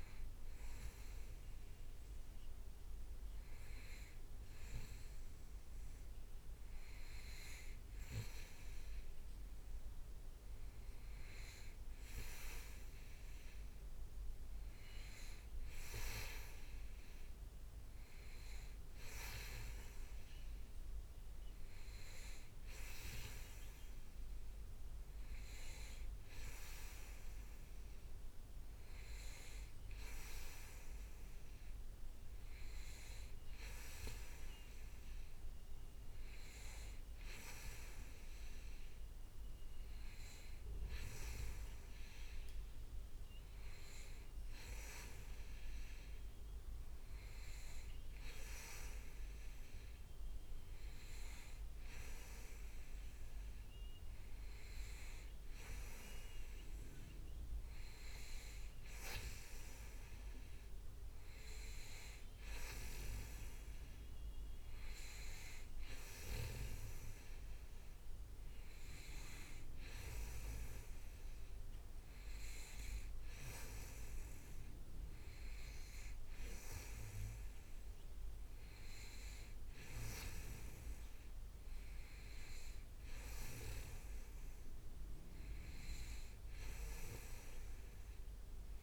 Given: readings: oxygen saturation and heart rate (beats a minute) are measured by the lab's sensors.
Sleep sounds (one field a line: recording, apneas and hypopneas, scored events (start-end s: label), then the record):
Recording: breathing in sleep by a room microphone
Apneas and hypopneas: none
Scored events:
1.00-8.50 s: leg movement (device-marked)
75.50-82.50 s: leg movement (device-marked)
From the record:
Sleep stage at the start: N2 (light sleep)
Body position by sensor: on the back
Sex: male